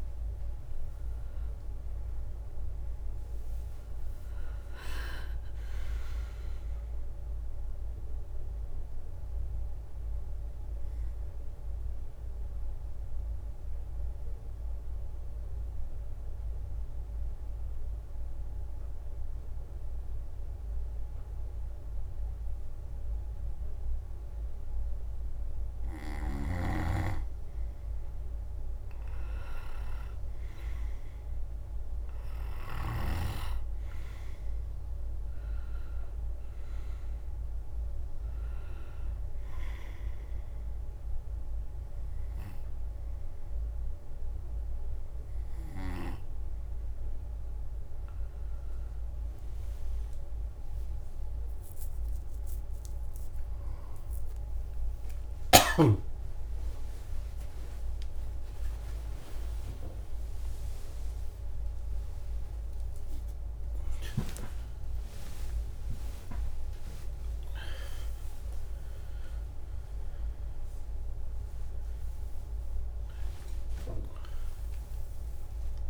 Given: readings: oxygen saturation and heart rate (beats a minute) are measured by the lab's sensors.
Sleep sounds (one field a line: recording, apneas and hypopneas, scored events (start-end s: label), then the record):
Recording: breathing in sleep by a room microphone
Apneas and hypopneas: 1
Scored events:
0.00-6.00 s: leg movement (device-marked)
0.00-15.50 s: drop in pulse transit time (device-marked, heart rate 64 extreme)
7.50-26.00 s: obstructive apnea (oxygen 97% before, 95% lowest, heart rate 73 before, 64 extreme, up 4 after)
28.50-31.50 s: arousal
31.50-41.50 s: drop in pulse transit time (device-marked, heart rate 65 before, 68 extreme)
49.00-51.50 s: leg movement (device-marked)
54.50-75.90 s: drop in pulse transit time (device-marked, heart rate 69 before, 76 extreme)
57.50-64.50 s: tachycardia (device-marked, heart rate 68 before, 117 extreme)
58.50-75.90 s: new sleep stage, awake
73.00-75.00 s: long interval between heartbeats (device-marked, heart rate 95 before, 100 extreme)
From the record:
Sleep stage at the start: N2 (light sleep)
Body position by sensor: on the right side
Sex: male